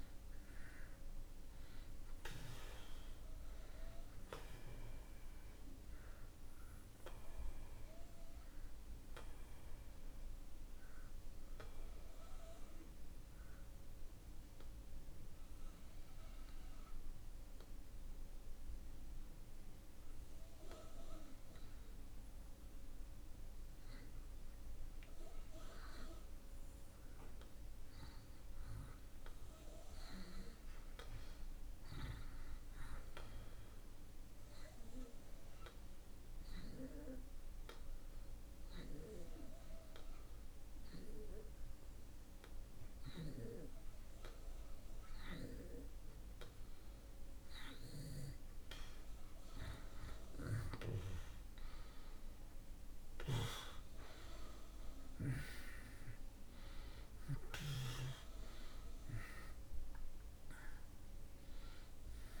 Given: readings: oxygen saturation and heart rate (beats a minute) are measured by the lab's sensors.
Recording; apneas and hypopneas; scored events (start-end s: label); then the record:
breathing in sleep by a room microphone; 2
0.50-25.50 s: oxygen desaturation (device-marked, oxygen 96% before, 85% lowest)
7.50-21.50 s: obstructive apnea (oxygen 96% before, 85% lowest)
26.00-30.50 s: arousal
36.50-49.00 s: obstructive apnea (oxygen 95% before, 86% lowest)
41.50-60.50 s: oxygen desaturation (device-marked, oxygen 95% before, 86% lowest)
55.00-60.50 s: arousal
From the record:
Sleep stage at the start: N2 (light sleep); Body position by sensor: on the back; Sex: male